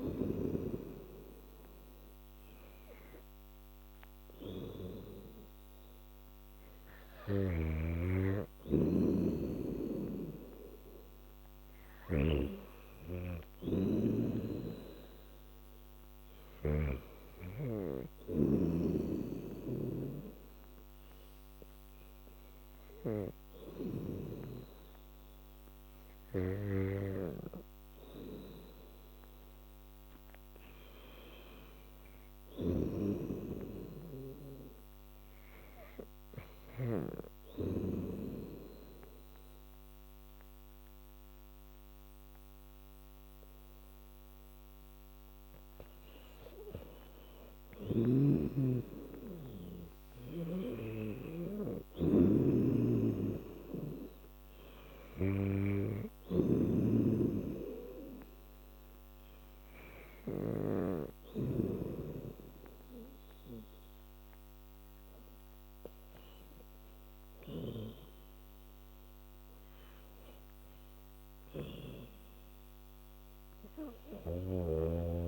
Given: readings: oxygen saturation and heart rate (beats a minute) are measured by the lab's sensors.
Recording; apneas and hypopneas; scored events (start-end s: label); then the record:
breathing in sleep by a microphone on the trachea; 1
7.50-17.00 s: snoring (device-marked)
27.00-31.00 s: arousal
32.50-38.00 s: snoring (device-marked)
34.00-46.50 s: hypopnea (oxygen 97% before, 92% lowest, heart rate 83 before, 73 extreme, up 12 after)
47.50-61.50 s: snoring (device-marked)
48.50-53.00 s: arousal
59.00-65.00 s: oxygen desaturation (device-marked, oxygen 96% before, 92% lowest, heart rate 80 before, 79 extreme)
From the record:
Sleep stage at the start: N2 (light sleep); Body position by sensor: on the back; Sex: female